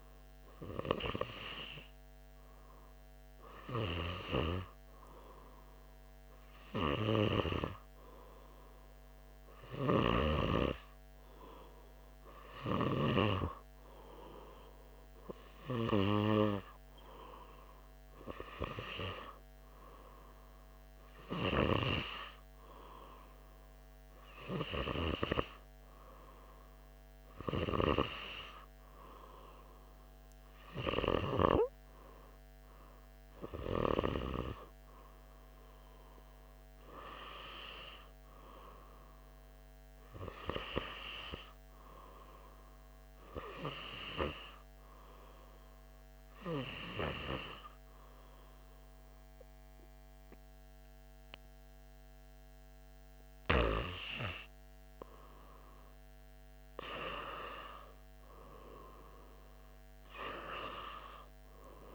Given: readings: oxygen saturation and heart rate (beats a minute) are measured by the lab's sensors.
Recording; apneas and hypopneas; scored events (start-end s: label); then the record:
breathing in sleep by a microphone on the trachea; none
37.00-61.95 s: new sleep stage, N1 (lightest sleep)
From the record:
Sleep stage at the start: N2 (light sleep); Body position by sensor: on the right side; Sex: male